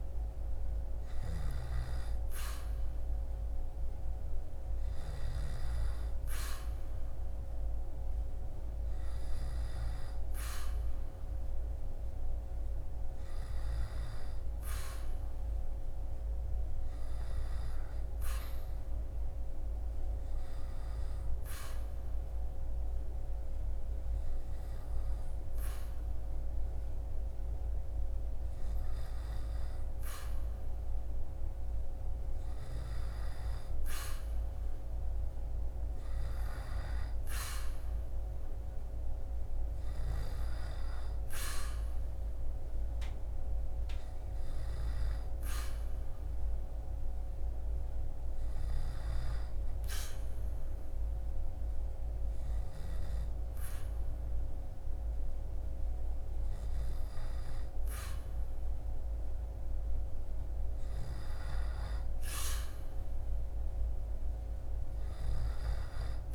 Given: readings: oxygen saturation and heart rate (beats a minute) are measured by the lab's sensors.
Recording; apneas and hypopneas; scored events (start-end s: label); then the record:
breathing in sleep, hard to hear, by a room microphone; 2
14.00-17.50 s: arousal
20.00-31.00 s: obstructive apnea (oxygen 96% before, 95% lowest, heart rate 72 before, 69 extreme, up 0 after)
33.00-38.50 s: arousal
46.00-57.00 s: hypopnea (oxygen 96% before, 95% lowest, heart rate 71 before, 67 extreme, up 2 after)
58.50-63.50 s: arousal
From the record:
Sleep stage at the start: N2 (light sleep); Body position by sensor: on the back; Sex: male